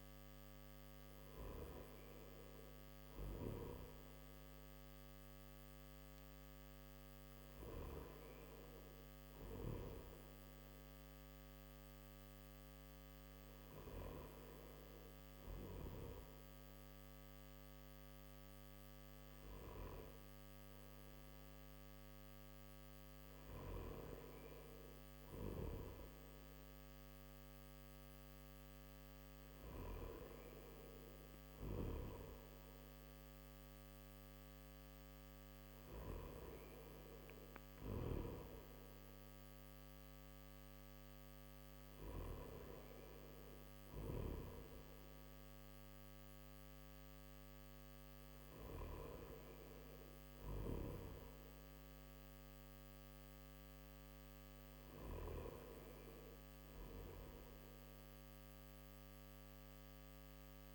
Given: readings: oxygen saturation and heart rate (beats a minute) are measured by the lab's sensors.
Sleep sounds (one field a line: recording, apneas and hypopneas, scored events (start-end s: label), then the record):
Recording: breathing in sleep by a microphone on the trachea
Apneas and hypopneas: none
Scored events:
none scored
From the record:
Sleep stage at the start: N3 (deep sleep)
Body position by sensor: on the back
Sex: male